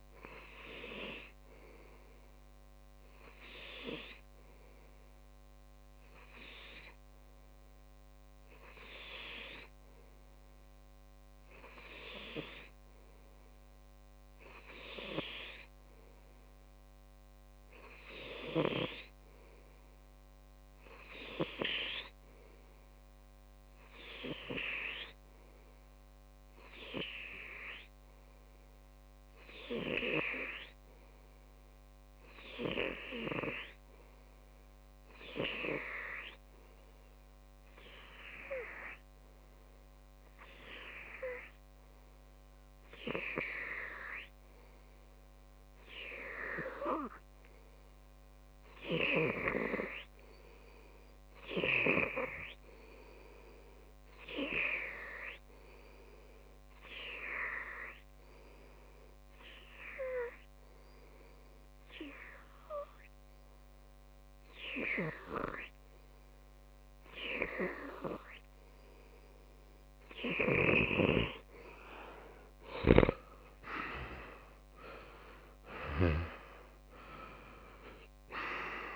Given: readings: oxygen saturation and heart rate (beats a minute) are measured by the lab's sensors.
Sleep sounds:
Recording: breathing in sleep by a microphone on the trachea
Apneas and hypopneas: 1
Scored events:
1.00-3.00 s: long interval between heartbeats (device-marked, heart rate 108 before, 59 extreme)
3.00-5.00 s: long interval between heartbeats (device-marked, heart rate 98 before, 47 extreme)
6.00-67.50 s: obstructive apnea (oxygen 97% before, 92% lowest, heart rate 87 before, 48 extreme, up 14 after)
9.50-11.50 s: long interval between heartbeats (device-marked, heart rate 70 before, 54 extreme)
15.00-17.00 s: long interval between heartbeats (device-marked, heart rate 56 before, 78 extreme)
16.50-28.50 s: tachycardia (device-marked, heart rate 107 before, 141 extreme)
17.50-19.50 s: long interval between heartbeats (device-marked, heart rate 56 before, 86 extreme)
23.00-25.00 s: long interval between heartbeats (device-marked, heart rate 67 before, 137 extreme)
26.50-28.50 s: long interval between heartbeats (device-marked, heart rate 85 before, 115 extreme)
30.50-32.50 s: long interval between heartbeats (device-marked, heart rate 101 before, 89 extreme)
34.50-52.50 s: tachycardia (device-marked, heart rate 106 before, 138 extreme)
36.50-66.50 s: new sleep stage, REM sleep
41.00-43.00 s: long interval between heartbeats (device-marked, heart rate 115 before, 126 extreme)
44.00-46.00 s: long interval between heartbeats (device-marked, heart rate 114 before, 109 extreme)
47.00-49.00 s: long interval between heartbeats (device-marked, heart rate 110 before, 107 extreme)
48.50-60.50 s: oxygen desaturation (device-marked, oxygen 97% before, 94% lowest, heart rate 109 before, 75 extreme)
49.50-51.50 s: long interval between heartbeats (device-marked, heart rate 109 before, 102 extreme)
51.50-53.50 s: long interval between heartbeats (device-marked, heart rate 109 before, 108 extreme)
53.50-55.50 s: long interval between heartbeats (device-marked, heart rate 112 before, 108 extreme)
57.50-63.50 s: tachycardia (device-marked, heart rate 105 before, 125 extreme)
61.00-63.00 s: long interval between heartbeats (device-marked, heart rate 109 before, 101 extreme)
63.50-65.50 s: long interval between heartbeats (device-marked, heart rate 107 before, 117 extreme)
66.50-78.96 s: new sleep stage, N2 (light sleep)
67.00-69.00 s: long interval between heartbeats (device-marked, heart rate 108 before, 100 extreme)
68.50-73.50 s: tachycardia (device-marked, heart rate 103 before, 107 extreme)
71.50-75.00 s: arousal
From the record:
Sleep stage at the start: N2 (light sleep)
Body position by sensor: on the back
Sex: male

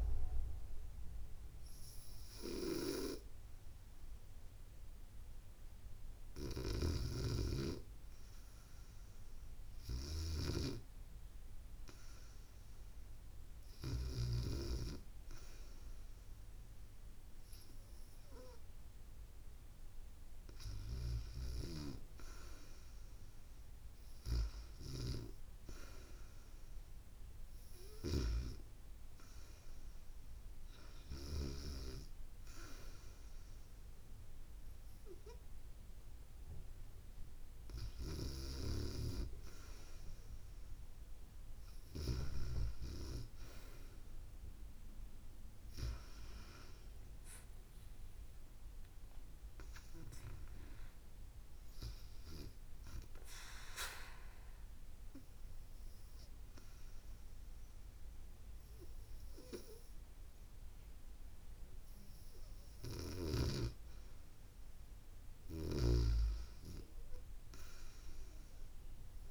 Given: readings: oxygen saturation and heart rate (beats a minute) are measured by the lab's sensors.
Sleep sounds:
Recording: breathing in sleep by a room microphone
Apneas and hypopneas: 2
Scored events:
0.00-3.00 s: oxygen desaturation (device-marked, oxygen 90% lowest, heart rate 74 extreme)
9.50-21.50 s: hypopnea (oxygen 94% before, 92% lowest, heart rate 78 before, 74 extreme, up 2 after)
23.50-26.50 s: arousal
53.00-63.50 s: obstructive apnea (oxygen 94% before, 91% lowest, heart rate 76 before, 72 extreme)
66.00-69.31 s: arousal
From the record:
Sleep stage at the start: REM sleep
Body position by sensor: on the back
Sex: female

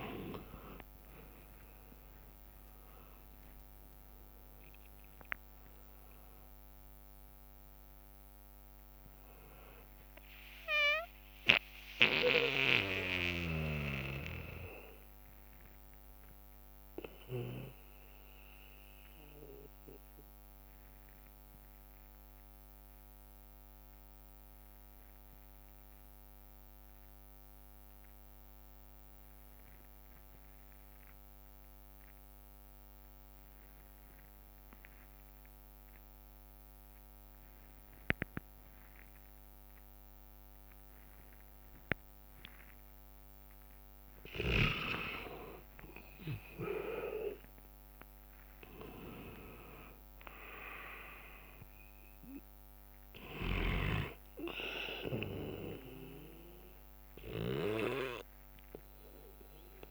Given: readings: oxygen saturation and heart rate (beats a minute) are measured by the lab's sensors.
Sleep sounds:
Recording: breathing in sleep by a microphone on the trachea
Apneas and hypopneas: 1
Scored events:
0.00-1.50 s: long interval between heartbeats (device-marked, heart rate 74 extreme)
0.00-4.50 s: arousal
0.00-6.50 s: tachycardia (device-marked, heart rate 158 extreme)
0.00-21.50 s: oxygen desaturation (device-marked, oxygen 86% lowest, heart rate 55 extreme)
1.50-13.50 s: drop in pulse transit time (device-marked, heart rate 63 before, 67 extreme)
4.00-6.00 s: long interval between heartbeats (device-marked, heart rate 68 before, 141 extreme)
11.50-18.50 s: bradycardia (device-marked, heart rate 69 before, 55 extreme)
17.00-45.00 s: obstructive apnea (oxygen 97% before, 87% lowest, heart rate 97 before, 55 extreme, up 6 after)
25.50-30.50 s: bradycardia (device-marked, heart rate 69 before, 58 extreme)
38.50-59.91 s: oxygen desaturation (device-marked, oxygen 99% before, 90% lowest, heart rate 60 before, 55 extreme)
47.00-52.00 s: arousal
48.50-59.91 s: drop in pulse transit time (device-marked, heart rate 61 before, 61 extreme)
57.50-59.91 s: bradycardia (device-marked, heart rate 69 before, 55 extreme)
From the record:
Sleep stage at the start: N2 (light sleep)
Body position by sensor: on the back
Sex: male

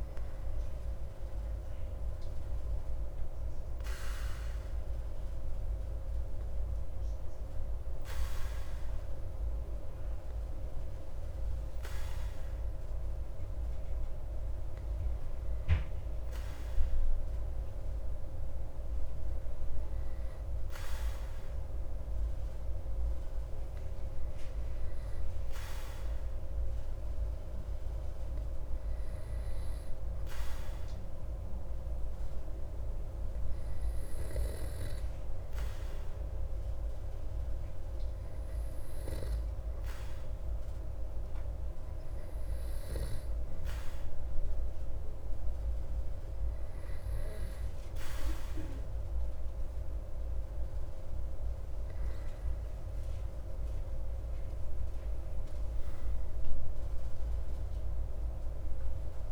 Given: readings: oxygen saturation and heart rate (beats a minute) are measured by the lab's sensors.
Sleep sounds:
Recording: breathing in sleep, hard to hear, by a room microphone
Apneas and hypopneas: 1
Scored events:
21.50-48.00 s: hypopnea (oxygen 96% before, 93% lowest)
50.00-54.50 s: arousal
From the record:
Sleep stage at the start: N2 (light sleep)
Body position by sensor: on the back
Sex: male

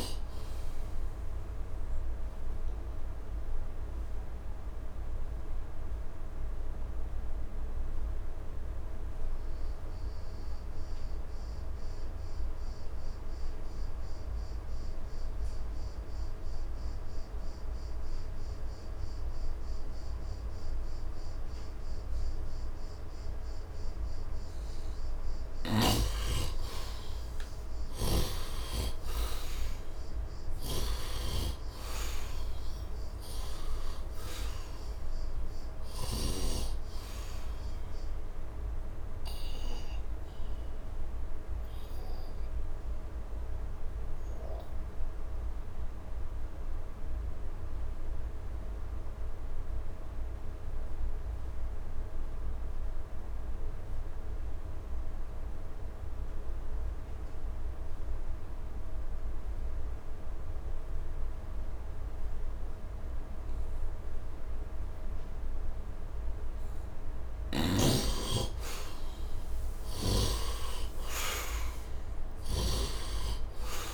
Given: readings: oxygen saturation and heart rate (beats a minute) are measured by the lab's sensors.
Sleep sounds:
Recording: breathing in sleep by a room microphone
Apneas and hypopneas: 2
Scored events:
0.00-10.50 s: oxygen desaturation (device-marked, oxygen 80% lowest)
0.00-14.50 s: bradycardia (device-marked)
1.00-22.50 s: obstructive apnea (oxygen 99% before, 77% lowest)
20.50-47.50 s: oxygen desaturation (device-marked, oxygen 99% before, 81% lowest)
25.50-28.00 s: arousal
30.00-36.00 s: snoring (device-marked)
39.50-65.00 s: obstructive apnea (oxygen 99% before, 75% lowest)
60.50-73.93 s: oxygen desaturation (device-marked, oxygen 99% before, 75% lowest)
67.00-73.00 s: arousal
From the record:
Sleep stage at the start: N2 (light sleep)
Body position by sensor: on the right side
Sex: male

